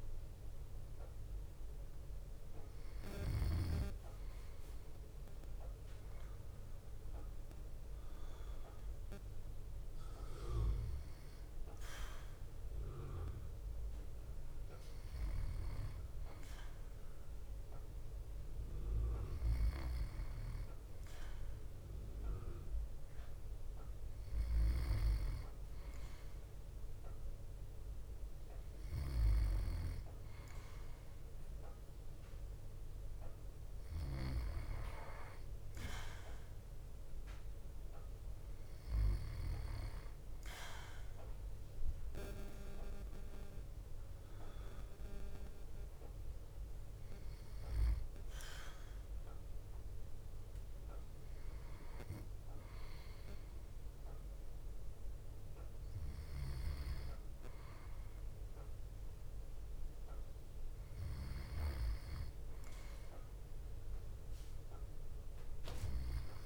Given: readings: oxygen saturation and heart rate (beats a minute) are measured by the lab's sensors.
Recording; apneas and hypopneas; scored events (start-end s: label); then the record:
breathing in sleep by a room microphone; none
0.00-3.50 s: snoring (device-marked)
29.50-34.50 s: snoring (device-marked)
From the record:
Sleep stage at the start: N2 (light sleep); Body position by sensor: on the back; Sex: male